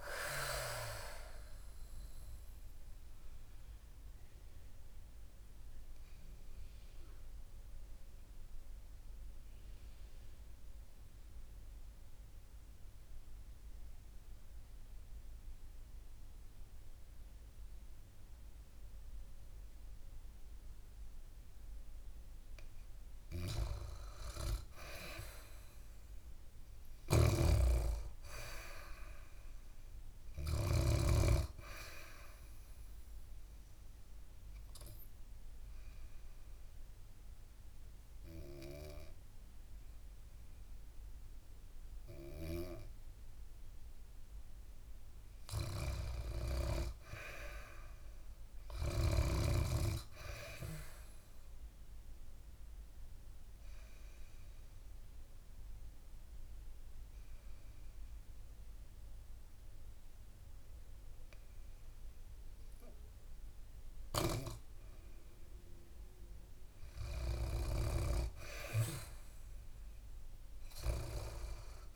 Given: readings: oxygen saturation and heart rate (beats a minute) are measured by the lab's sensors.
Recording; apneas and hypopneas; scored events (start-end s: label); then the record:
breathing in sleep by a room microphone; 3
0.00-3.50 s: oxygen desaturation (device-marked, oxygen 96% lowest, heart rate 60 extreme)
3.00-22.50 s: mixed apnea (oxygen 99% before, 95% lowest, heart rate 68 before, 60 extreme, up 8 after)
24.50-28.50 s: arousal
26.50-30.50 s: snoring (device-marked)
33.00-44.50 s: obstructive apnea (oxygen 100% before, 95% lowest, heart rate 68 before, 63 extreme, up 7 after)
52.00-65.50 s: obstructive apnea (oxygen 100% before, 95% lowest, heart rate 66 before, 65 extreme, up 1 after)
63.50-67.50 s: snoring (device-marked)
68.00-71.96 s: arousal
From the record:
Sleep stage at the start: N2 (light sleep); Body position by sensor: on the back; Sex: female